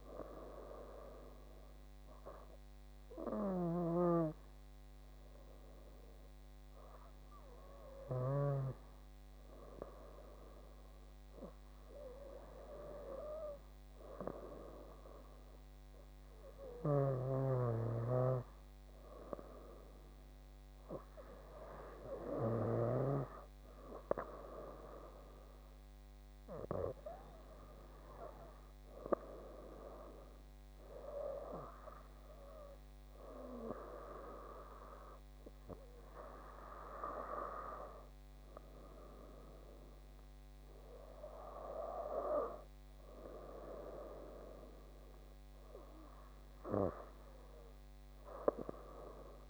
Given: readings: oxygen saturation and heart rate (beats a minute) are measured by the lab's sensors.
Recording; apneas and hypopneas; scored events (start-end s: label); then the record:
breathing in sleep by a microphone on the trachea; 1
0.00-3.50 s: oxygen desaturation (device-marked, oxygen 93% lowest)
1.00-13.00 s: hypopnea (oxygen 97% before, 93% lowest)
20.50-24.00 s: arousal
From the record:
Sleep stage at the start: N2 (light sleep); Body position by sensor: on the left side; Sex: female